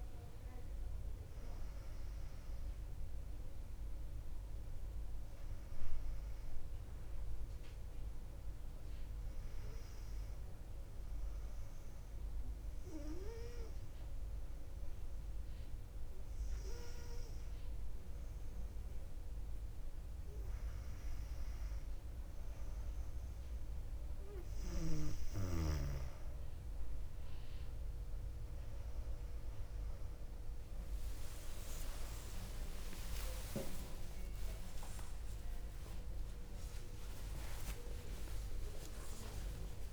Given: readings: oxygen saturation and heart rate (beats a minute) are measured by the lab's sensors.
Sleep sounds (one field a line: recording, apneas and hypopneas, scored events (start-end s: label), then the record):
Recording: a person partly awake in a sleep study, by a room microphone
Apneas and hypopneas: 1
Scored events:
0.00-16.50 s: oxygen desaturation (device-marked, oxygen 94% lowest, heart rate 56 extreme)
11.50-22.00 s: obstructive apnea (oxygen 98% before, 95% lowest, heart rate 60 before, 56 extreme, up 1 after)
21.50-39.93 s: new sleep stage, awake
34.00-36.00 s: long interval between heartbeats (device-marked, heart rate 59 before, 62 extreme)
From the record:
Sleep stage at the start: N2 (light sleep)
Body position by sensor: on the back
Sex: female